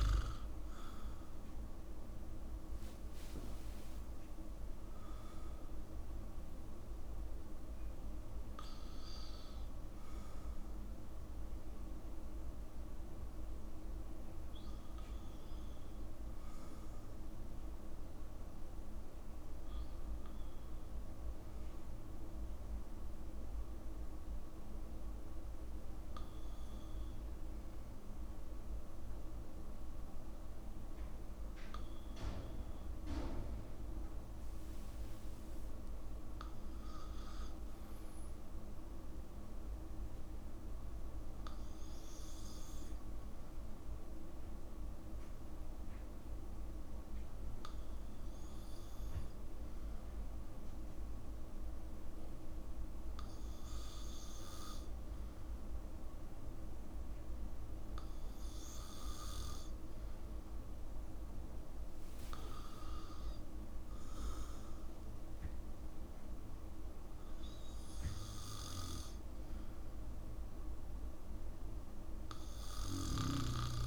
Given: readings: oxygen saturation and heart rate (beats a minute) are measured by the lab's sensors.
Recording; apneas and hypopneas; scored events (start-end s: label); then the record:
breathing in sleep, hard to hear, by a room microphone; none
34.50-36.50 s: long interval between heartbeats (device-marked, heart rate 59 before, 72 extreme)
From the record:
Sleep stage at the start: N2 (light sleep); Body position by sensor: on the back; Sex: male